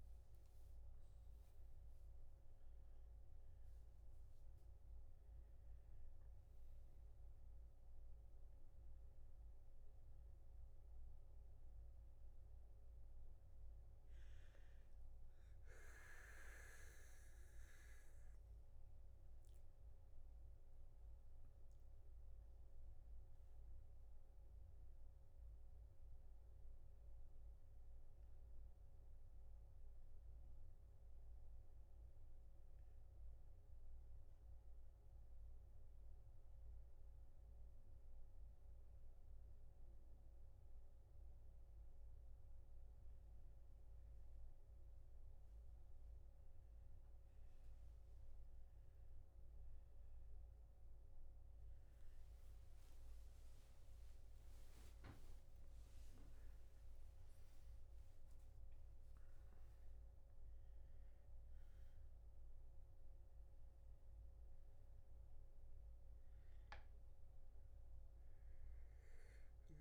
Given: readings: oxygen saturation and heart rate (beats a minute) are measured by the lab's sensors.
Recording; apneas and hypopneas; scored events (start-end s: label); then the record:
breathing in sleep, hard to hear, by a room microphone; 1
32.00-46.00 s: hypopnea (oxygen 94% before, 91% lowest, heart rate 103 before, 61 extreme, up 27 after)
62.00-69.81 s: oxygen desaturation (device-marked, oxygen 96% before, 91% lowest, heart rate 84 before, 37 extreme)
From the record:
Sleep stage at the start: N2 (light sleep); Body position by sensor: on the back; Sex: male